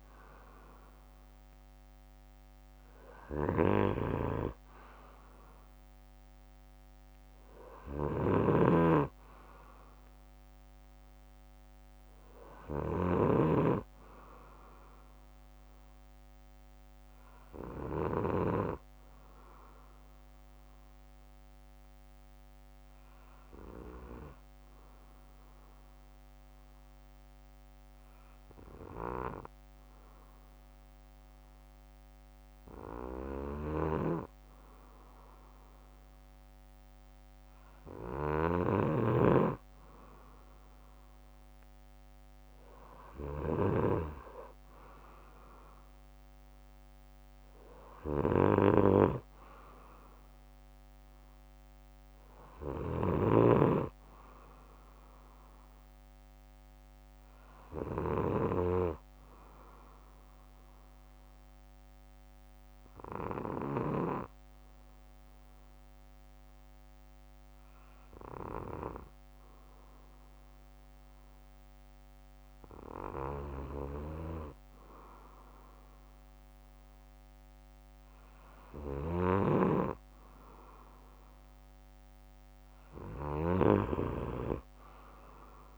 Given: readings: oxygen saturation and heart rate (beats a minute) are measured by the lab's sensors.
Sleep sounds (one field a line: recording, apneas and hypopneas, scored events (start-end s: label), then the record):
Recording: breathing in sleep by a microphone on the trachea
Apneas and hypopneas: 2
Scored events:
0.00-2.00 s: arousal
7.50-13.00 s: snoring (device-marked)
18.50-31.50 s: obstructive apnea (oxygen 96% before, 94% lowest, heart rate 64 before, 57 extreme, up 11 after)
36.50-41.50 s: arousal
38.00-43.50 s: snoring (device-marked)
59.50-72.50 s: obstructive apnea (oxygen 96% before, 94% lowest, heart rate 64 before, 59 extreme, up 9 after)
75.00-79.50 s: arousal
From the record:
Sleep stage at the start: N2 (light sleep)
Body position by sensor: on the back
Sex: male